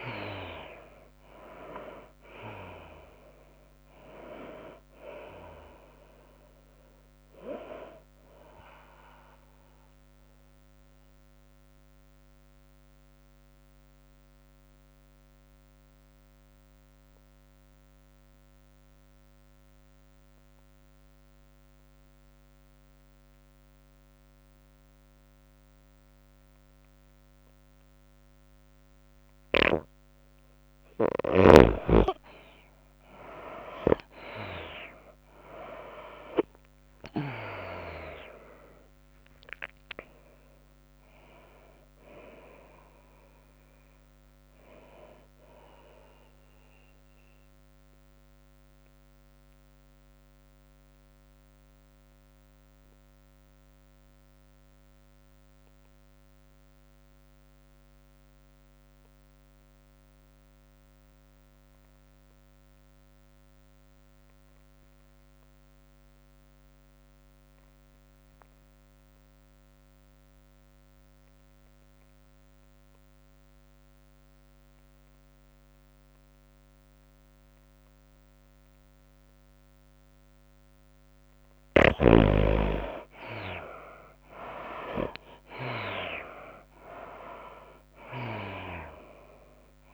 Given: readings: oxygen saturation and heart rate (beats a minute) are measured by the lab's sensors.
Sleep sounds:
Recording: breathing in sleep by a microphone on the trachea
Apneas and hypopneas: 2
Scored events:
0.00-3.50 s: arousal
0.00-15.50 s: tachycardia (device-marked, heart rate 107 extreme)
0.00-17.50 s: oxygen desaturation (device-marked, oxygen 78% lowest, heart rate 94 extreme)
2.50-15.50 s: drop in pulse transit time (device-marked, heart rate 98 before, 102 extreme)
12.00-30.50 s: obstructive apnea (oxygen 96% before, 73% lowest, heart rate 101 before, 96 extreme, up 7 after)
28.50-59.50 s: oxygen desaturation (device-marked, oxygen 98% before, 75% lowest, heart rate 101 before, 91 extreme)
33.50-37.00 s: arousal
33.50-51.50 s: tachycardia (device-marked, heart rate 107 before, 106 extreme)
38.50-51.50 s: drop in pulse transit time (device-marked, heart rate 98 before, 102 extreme)
49.50-81.50 s: obstructive apnea (oxygen 98% before, 69% lowest, heart rate 102 before, 91 extreme, up 13 after)
52.00-54.00 s: long interval between heartbeats (device-marked, heart rate 103 before, 102 extreme)
64.50-89.94 s: oxygen desaturation (device-marked, oxygen 98% before, 70% lowest, heart rate 101 before, 91 extreme)
84.00-87.50 s: arousal
85.50-89.94 s: drop in pulse transit time (device-marked, heart rate 94 before, 97 extreme)
85.50-89.94 s: tachycardia (device-marked, heart rate 105 before, 108 extreme)
From the record:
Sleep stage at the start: N2 (light sleep)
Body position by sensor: on the back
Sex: female

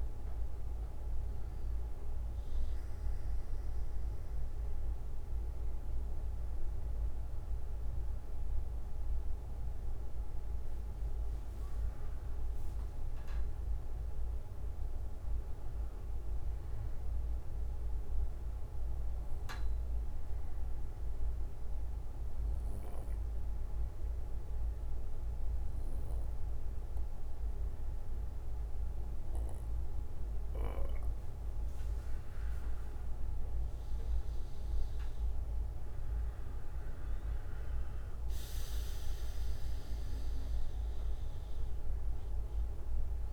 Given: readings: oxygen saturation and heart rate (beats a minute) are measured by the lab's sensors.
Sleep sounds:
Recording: breathing in sleep, hard to hear, by a room microphone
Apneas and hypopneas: 1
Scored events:
2.50-9.50 s: bradycardia (device-marked, heart rate 61 before, 56 extreme)
16.50-31.00 s: obstructive apnea (oxygen 96% before, 93% lowest, heart rate 61 before, 47 extreme, up 13 after)
25.50-28.50 s: bradycardia (device-marked, heart rate 61 before, 60 extreme)
33.50-38.50 s: arousal
40.50-43.33 s: bradycardia (device-marked, heart rate 61 before, 60 extreme)
From the record:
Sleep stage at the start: N2 (light sleep)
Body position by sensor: on the back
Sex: male

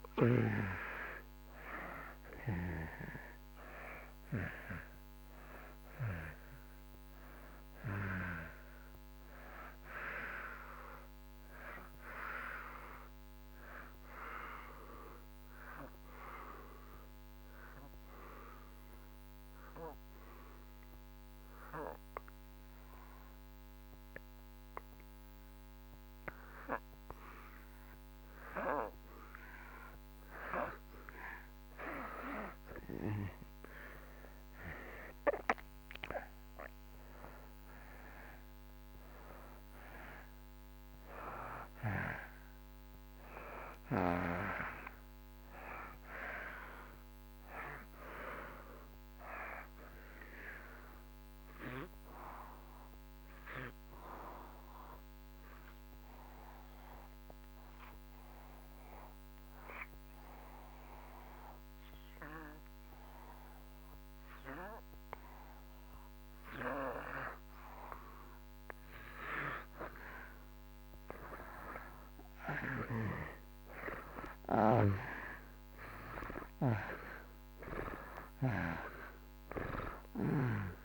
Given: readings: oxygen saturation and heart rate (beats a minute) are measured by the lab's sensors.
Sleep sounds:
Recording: breathing in sleep by a microphone on the trachea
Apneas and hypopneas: 2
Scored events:
0.00-21.50 s: oxygen desaturation (device-marked, oxygen 84% lowest)
15.00-27.00 s: obstructive apnea (oxygen 93% before, 83% lowest)
30.00-35.00 s: arousal
37.50-61.50 s: oxygen desaturation (device-marked, oxygen 94% before, 83% lowest)
53.00-67.00 s: obstructive apnea (oxygen 94% before, 82% lowest)
69.50-74.00 s: arousal
73.50-80.85 s: oxygen desaturation (device-marked, oxygen 94% before, 82% lowest)
From the record:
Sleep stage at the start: N2 (light sleep)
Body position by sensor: on the back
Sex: male

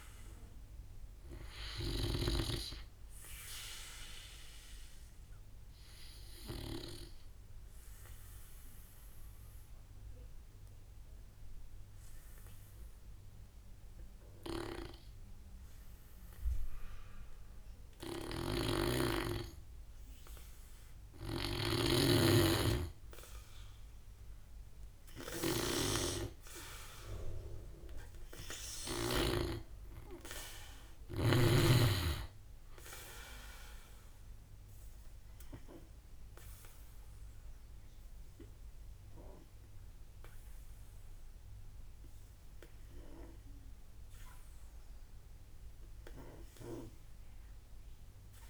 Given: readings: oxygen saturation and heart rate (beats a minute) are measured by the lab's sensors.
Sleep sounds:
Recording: breathing in sleep by a room microphone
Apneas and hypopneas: 1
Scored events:
8.50-19.50 s: obstructive apnea (oxygen 98% before, 90% lowest, heart rate 54 before, 51 extreme, up 11 after)
14.00-29.00 s: snoring (device-marked)
21.00-44.00 s: oxygen desaturation (device-marked, oxygen 98% before, 90% lowest, heart rate 52 before, 53 extreme)
26.00-29.50 s: arousal
From the record:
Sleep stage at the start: N2 (light sleep)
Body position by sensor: on the back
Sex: male

